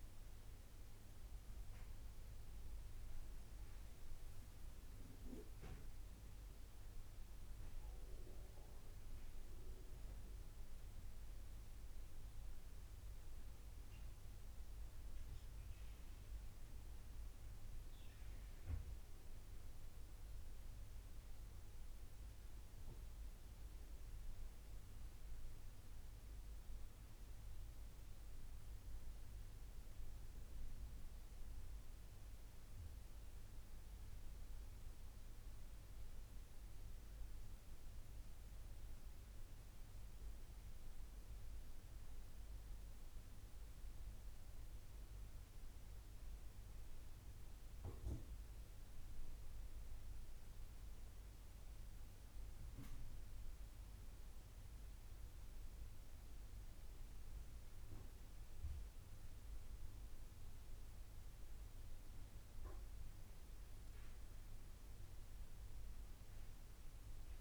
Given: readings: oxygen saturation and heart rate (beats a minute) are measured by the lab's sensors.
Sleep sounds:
breathing in sleep, hard to hear, by a room microphone; none
8.00-67.41 s: new sleep stage, N2 (light sleep)
From the record:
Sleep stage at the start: N1 (lightest sleep); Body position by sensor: on the right side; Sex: male

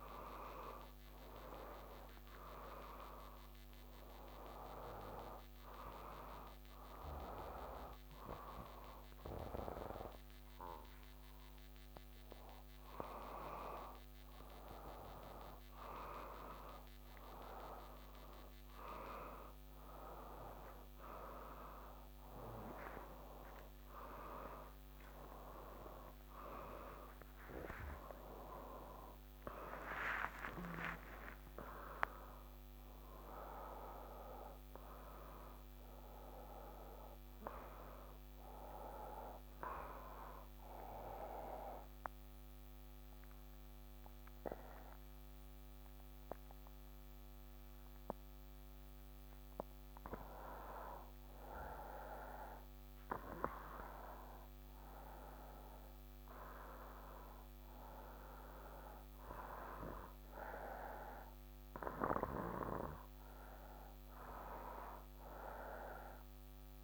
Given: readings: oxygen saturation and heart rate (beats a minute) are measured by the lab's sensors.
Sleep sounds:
breathing in sleep by a microphone on the trachea; 1
39.50-52.50 s: obstructive apnea (oxygen 97% before, 89% lowest)
58.00-66.84 s: oxygen desaturation (device-marked, oxygen 97% before, 93% lowest)
From the record:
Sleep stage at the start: N1 (lightest sleep); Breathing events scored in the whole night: 332 in 5.7 hours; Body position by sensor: on the back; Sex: male

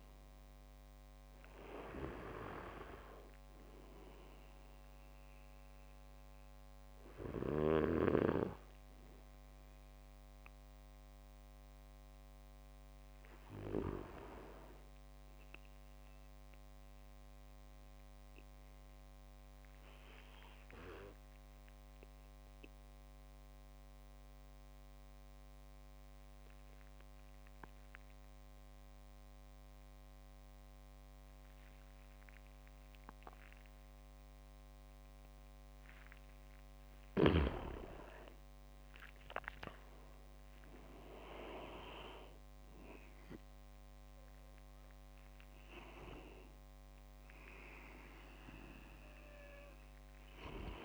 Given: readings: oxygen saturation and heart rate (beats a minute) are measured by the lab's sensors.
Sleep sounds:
breathing in sleep by a microphone on the trachea; 1
0.00-20.00 s: tachycardia (device-marked, heart rate 200 extreme)
21.50-37.00 s: obstructive apnea (oxygen 98% before, 94% lowest)
39.50-44.00 s: arousal
42.00-50.85 s: oxygen desaturation (device-marked, oxygen 97% before, 94% lowest)
From the record:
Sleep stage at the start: N2 (light sleep); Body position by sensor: on the back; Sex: male

